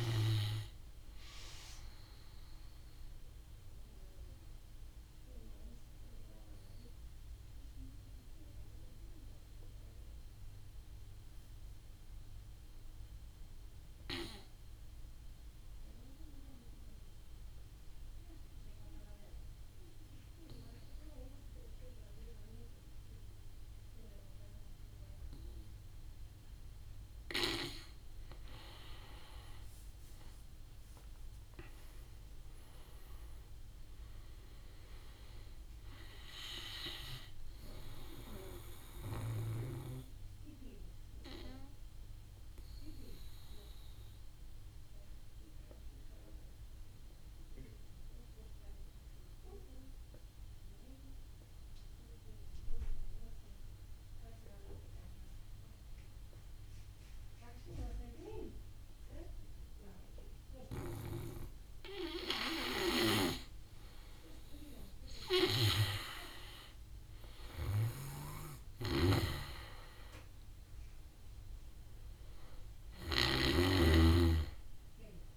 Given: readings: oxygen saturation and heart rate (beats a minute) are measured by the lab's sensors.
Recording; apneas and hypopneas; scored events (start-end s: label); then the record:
breathing in sleep by a room microphone; 2
0.00-11.00 s: oxygen desaturation (device-marked, oxygen 87% lowest, heart rate 49 extreme)
2.00-25.50 s: obstructive apnea (oxygen 95% before, 85% lowest, heart rate 58 before, 49 extreme, up 24 after)
22.00-49.00 s: oxygen desaturation (device-marked, oxygen 97% before, 85% lowest, heart rate 56 before, 53 extreme)
29.50-33.00 s: arousal
31.00-56.00 s: drop in pulse transit time (device-marked, heart rate 56 before, 53 extreme)
38.50-62.00 s: obstructive apnea (oxygen 97% before, 84% lowest, heart rate 60 before, 53 extreme, up 7 after)
54.00-75.37 s: oxygen desaturation (device-marked, oxygen 98% before, 85% lowest, heart rate 61 before, 53 extreme)
64.50-68.00 s: arousal
68.50-73.50 s: snoring (device-marked)
From the record:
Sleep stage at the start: N2 (light sleep); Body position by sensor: on the back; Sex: male